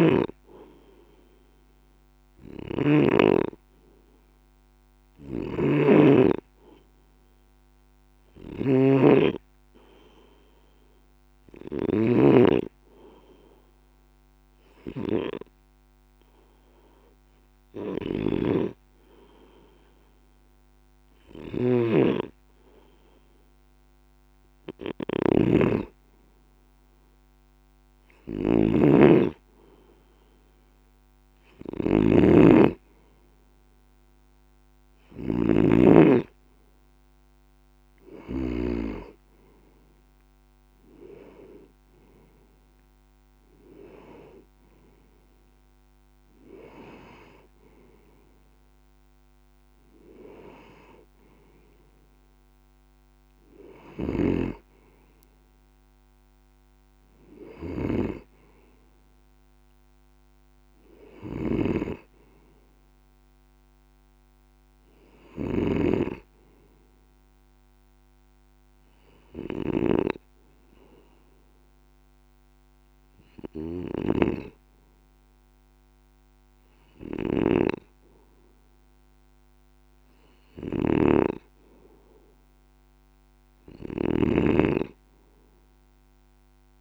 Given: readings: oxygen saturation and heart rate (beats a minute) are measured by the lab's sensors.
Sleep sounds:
breathing in sleep by a microphone on the trachea; 1
0.00-38.50 s: snoring (device-marked)
61.00-86.81 s: snoring (device-marked)
62.00-66.00 s: arousal
70.00-82.00 s: hypopnea (oxygen 95% before, 94% lowest, heart rate 47 before, 39 extreme, up 9 after)
From the record:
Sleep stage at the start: N2 (light sleep); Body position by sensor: on the left side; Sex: male

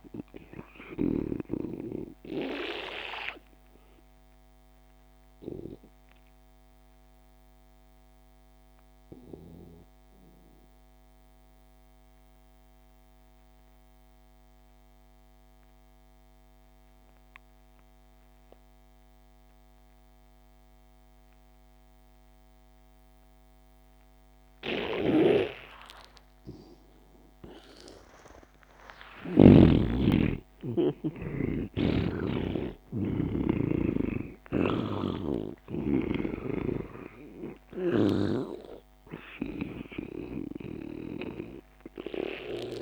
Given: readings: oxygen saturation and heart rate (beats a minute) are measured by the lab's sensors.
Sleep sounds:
breathing in sleep by a microphone on the trachea; 1
0.00-15.00 s: oxygen desaturation (device-marked, oxygen 85% lowest)
2.50-28.00 s: obstructive apnea (oxygen 98% before, 80% lowest)
25.00-29.50 s: snoring (device-marked)
29.00-34.50 s: arousal
29.00-42.82 s: oxygen desaturation (device-marked, oxygen 97% before, 83% lowest)
From the record:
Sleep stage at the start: N2 (light sleep); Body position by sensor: on the back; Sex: male

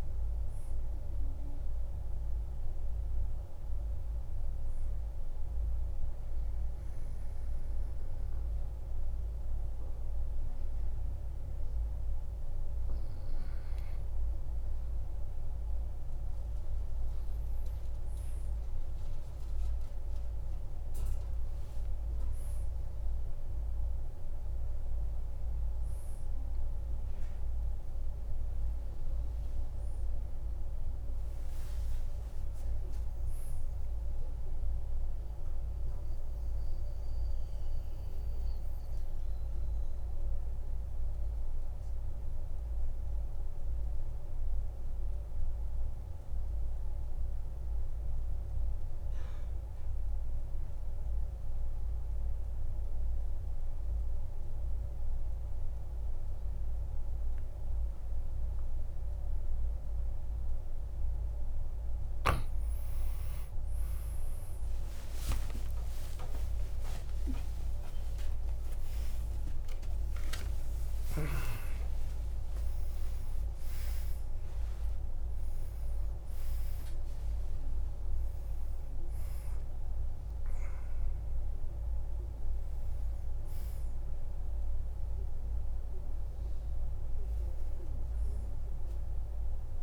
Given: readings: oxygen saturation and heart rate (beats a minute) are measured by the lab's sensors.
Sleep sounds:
breathing in sleep, hard to hear, by a room microphone; 2
0.00-4.00 s: oxygen desaturation (device-marked, oxygen 92% lowest, heart rate 51 extreme)
4.00-15.00 s: obstructive apnea (oxygen 98% before, 91% lowest, heart rate 57 before, 51 extreme, up 5 after)
22.50-27.50 s: arousal
38.50-62.50 s: obstructive apnea (oxygen 99% before, 89% lowest, heart rate 55 before, 49 extreme)
59.00-89.83 s: oxygen desaturation (device-marked, oxygen 97% before, 89% lowest, heart rate 51 before, 53 extreme)
63.00-75.00 s: tachycardia (device-marked, heart rate 56 before, 184 extreme)
65.00-67.00 s: long interval between heartbeats (device-marked, heart rate 53 before, 83 extreme)
67.00-69.00 s: long interval between heartbeats (device-marked, heart rate 59 before, 130 extreme)
70.50-72.50 s: long interval between heartbeats (device-marked, heart rate 73 before, 176 extreme)
72.50-74.50 s: long interval between heartbeats (device-marked, heart rate 86 before, 148 extreme)
78.00-89.83 s: new sleep stage, awake
From the record:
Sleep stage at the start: N2 (light sleep); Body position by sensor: on the back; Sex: male

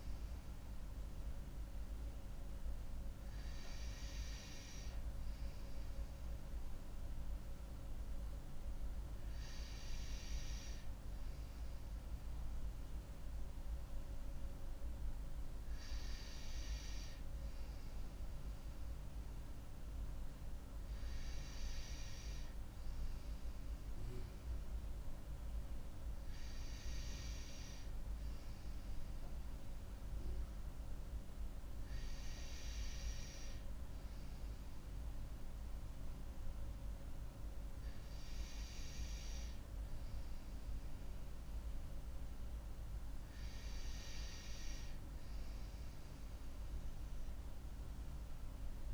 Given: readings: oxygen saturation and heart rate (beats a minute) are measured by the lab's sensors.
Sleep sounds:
breathing in sleep, hard to hear, by a room microphone; none
none scored
From the record:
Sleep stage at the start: N2 (light sleep); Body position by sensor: on the right side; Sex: female

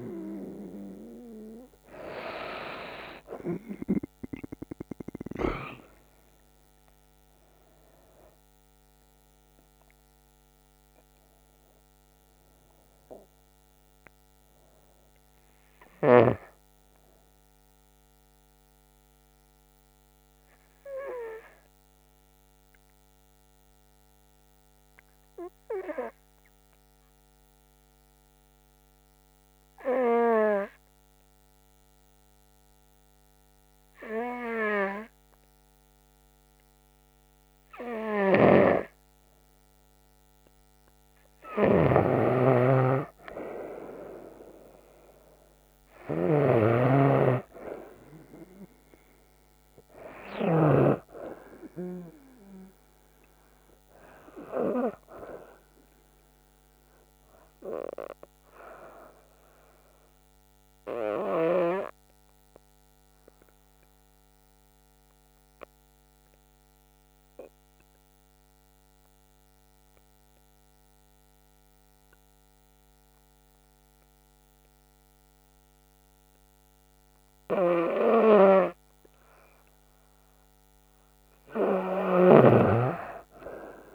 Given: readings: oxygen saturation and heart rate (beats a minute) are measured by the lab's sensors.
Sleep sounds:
breathing in sleep by a microphone on the trachea; 2
0.00-23.00 s: oxygen desaturation (device-marked, oxygen 92% lowest, heart rate 64 extreme)
20.50-39.00 s: hypopnea (oxygen 96% before, 92% lowest, heart rate 73 before, 64 extreme, up 1 after)
38.00-64.00 s: oxygen desaturation (device-marked, oxygen 98% before, 92% lowest, heart rate 66 before, 66 extreme)
41.50-46.00 s: arousal
62.50-77.50 s: obstructive apnea (oxygen 97% before, 92% lowest, heart rate 70 before, 66 extreme, up 4 after)
79.00-82.50 s: arousal
80.00-83.95 s: oxygen desaturation (device-marked, oxygen 97% before, 92% lowest, heart rate 68 before, 68 extreme)
From the record:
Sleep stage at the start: N2 (light sleep); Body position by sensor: on the back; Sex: female

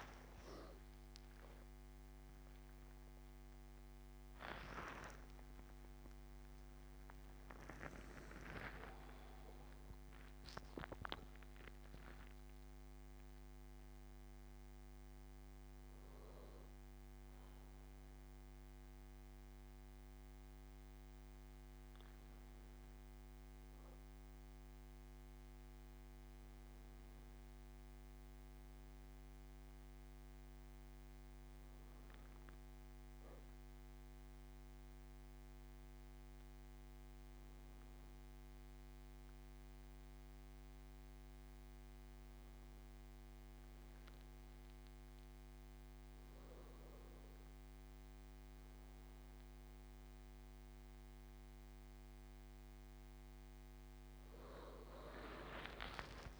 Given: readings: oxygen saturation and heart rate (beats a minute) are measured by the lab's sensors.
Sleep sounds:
breathing in sleep by a microphone on the trachea; 1
2.00-7.50 s: arousal
20.50-41.00 s: obstructive apnea (oxygen 97% before, 96% lowest, heart rate 88 before, 77 extreme, up 6 after)
From the record:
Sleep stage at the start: N1 (lightest sleep); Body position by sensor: on the back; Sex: male

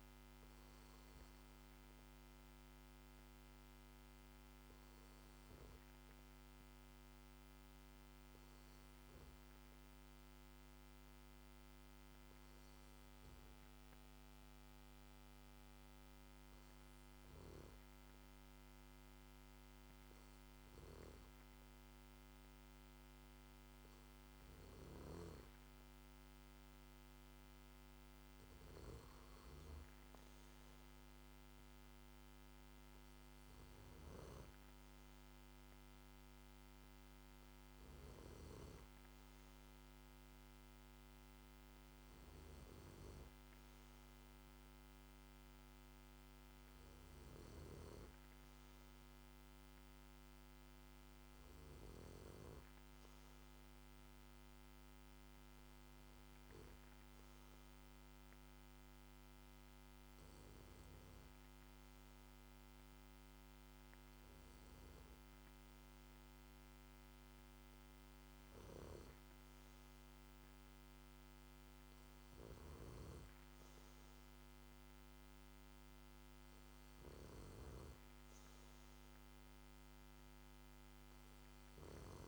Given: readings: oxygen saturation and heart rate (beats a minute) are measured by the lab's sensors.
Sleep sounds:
breathing in sleep, hard to hear, by a microphone on the trachea; 1
58.50-70.50 s: hypopnea (oxygen 95% before, 94% lowest, heart rate 56 before, 54 extreme, up 2 after)
72.50-75.50 s: arousal
From the record:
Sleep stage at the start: N2 (light sleep); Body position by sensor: on the back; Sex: male

